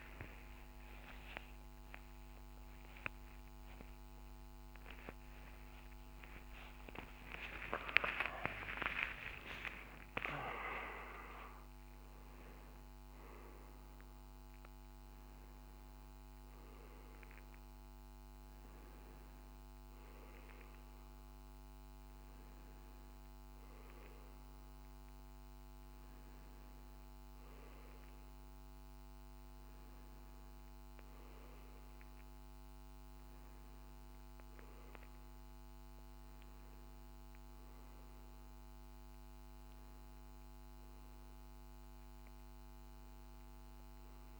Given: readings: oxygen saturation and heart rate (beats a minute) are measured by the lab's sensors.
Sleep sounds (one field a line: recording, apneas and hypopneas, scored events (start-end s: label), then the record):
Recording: breathing in sleep by a microphone on the trachea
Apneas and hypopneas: none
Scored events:
2.50-10.00 s: arousal
From the record:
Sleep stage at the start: N2 (light sleep)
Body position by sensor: on the back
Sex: male